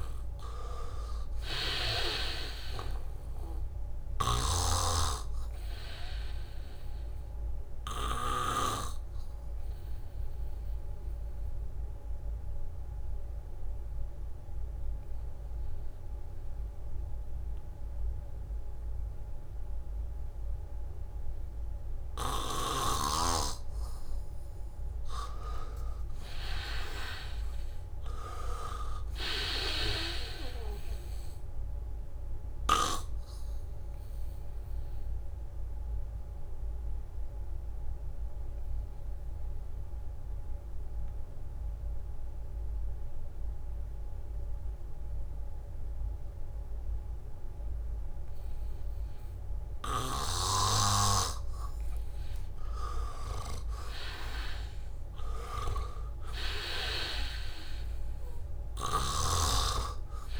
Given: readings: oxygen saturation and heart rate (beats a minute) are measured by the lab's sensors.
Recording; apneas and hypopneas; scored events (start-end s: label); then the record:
breathing in sleep by a room microphone; 2
0.00-1.00 s: arousal
0.00-19.00 s: oxygen desaturation (device-marked, oxygen 98% before, 84% lowest, heart rate 79 before, 77 extreme)
4.50-9.50 s: snoring (device-marked)
12.00-24.50 s: obstructive apnea (oxygen 98% before, 83% lowest, heart rate 79 before, 77 extreme)
26.50-30.00 s: arousal
28.00-46.00 s: oxygen desaturation (device-marked, oxygen 98% before, 84% lowest, heart rate 80 before, 76 extreme)
37.00-50.00 s: obstructive apnea (oxygen 98% before, 83% lowest, heart rate 79 before, 76 extreme, up 0 after)
51.00-60.40 s: oxygen desaturation (device-marked, oxygen 98% before, 83% lowest, heart rate 78 before, 78 extreme)
52.50-56.50 s: arousal
From the record:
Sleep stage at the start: N2 (light sleep); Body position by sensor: on the back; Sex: male